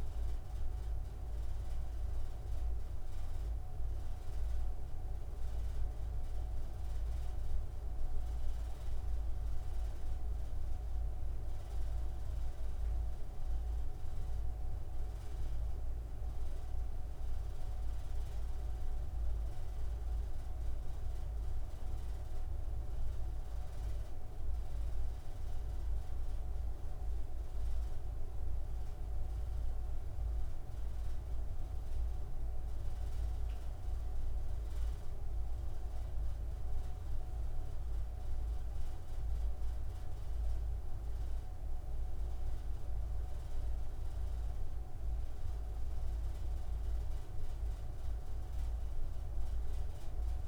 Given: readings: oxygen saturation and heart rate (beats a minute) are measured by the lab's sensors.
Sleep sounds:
breathing in sleep, hard to hear, by a room microphone; none
32.00-50.48 s: new sleep stage, N3 (deep sleep)
From the record:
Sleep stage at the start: N2 (light sleep); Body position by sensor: on the front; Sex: male

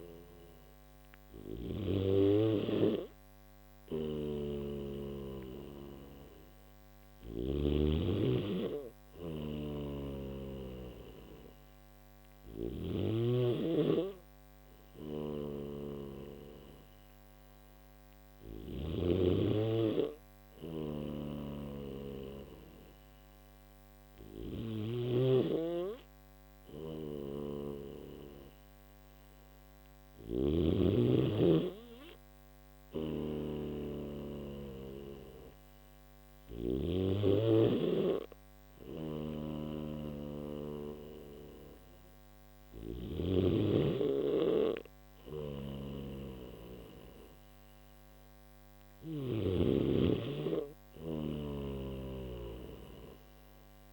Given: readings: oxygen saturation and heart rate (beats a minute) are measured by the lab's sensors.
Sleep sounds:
breathing in sleep by a microphone on the trachea; none
3.50-7.00 s: snoring (device-marked)
9.00-18.50 s: snoring (device-marked)
20.50-36.50 s: snoring (device-marked)
38.50-49.00 s: snoring (device-marked)
51.00-53.93 s: snoring (device-marked)
From the record:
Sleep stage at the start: N1 (lightest sleep); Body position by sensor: on the back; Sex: male

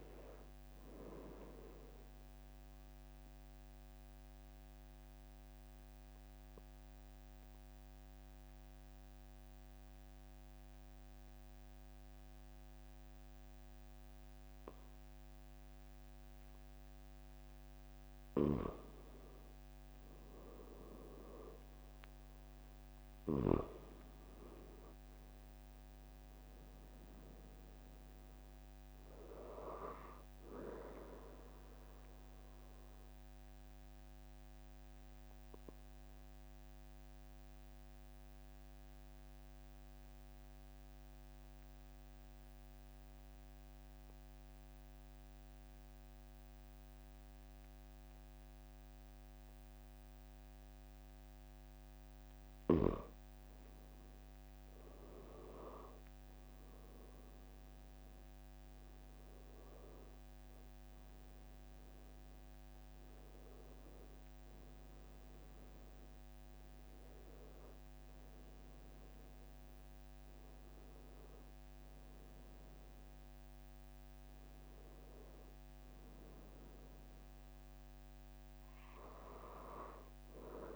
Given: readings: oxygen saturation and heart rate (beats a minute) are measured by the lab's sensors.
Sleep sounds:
breathing in sleep by a microphone on the trachea; 2
3.00-17.50 s: obstructive apnea (oxygen 95% before, 91% lowest, heart rate 47 before, 43 extreme, up 5 after)
21.00-26.50 s: arousal
32.50-52.00 s: obstructive apnea (oxygen 97% before, 94% lowest, heart rate 46 before, 44 extreme, up 1 after)
55.00-59.00 s: arousal
From the record:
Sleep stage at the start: N2 (light sleep); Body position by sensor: on the back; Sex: male

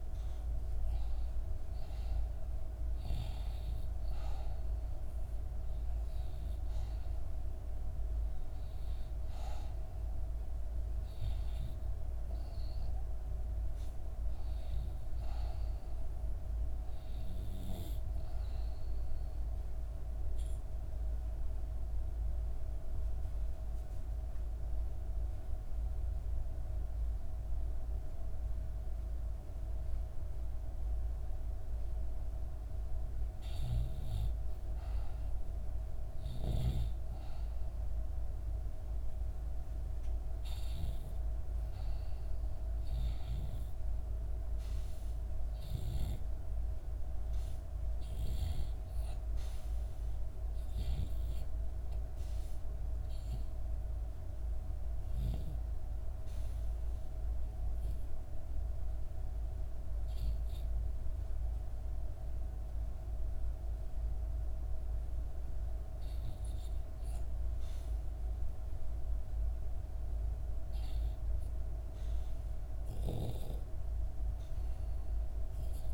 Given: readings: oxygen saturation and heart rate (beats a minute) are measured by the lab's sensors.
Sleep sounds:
breathing in sleep, hard to hear, by a room microphone; 2
11.00-14.50 s: arousal
18.50-31.50 s: obstructive apnea (oxygen 93% before, 90% lowest, heart rate 71 before, 67 extreme, up 0 after)
32.00-36.00 s: arousal
40.00-52.00 s: oxygen desaturation (device-marked, oxygen 95% before, 90% lowest, heart rate 68 before, 68 extreme)
54.50-71.00 s: obstructive apnea (oxygen 95% before, 90% lowest, heart rate 68 before, 68 extreme, up 1 after)
72.50-75.94 s: arousal
From the record:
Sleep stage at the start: REM sleep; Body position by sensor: on the back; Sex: female

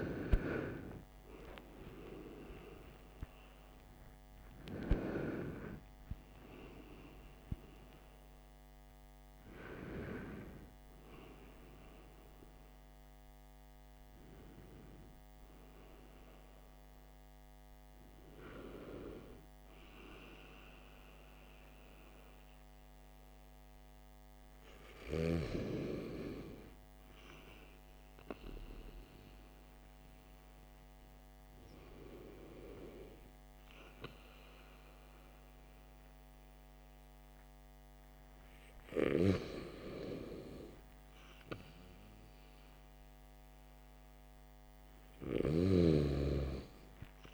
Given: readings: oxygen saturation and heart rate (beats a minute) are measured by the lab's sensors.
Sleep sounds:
breathing in sleep by a microphone on the trachea; none
0.00-1.00 s: arousal
0.00-25.00 s: oxygen desaturation (device-marked, oxygen 66% lowest, heart rate 53 extreme)
From the record:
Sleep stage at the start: REM sleep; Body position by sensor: on the back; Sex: male

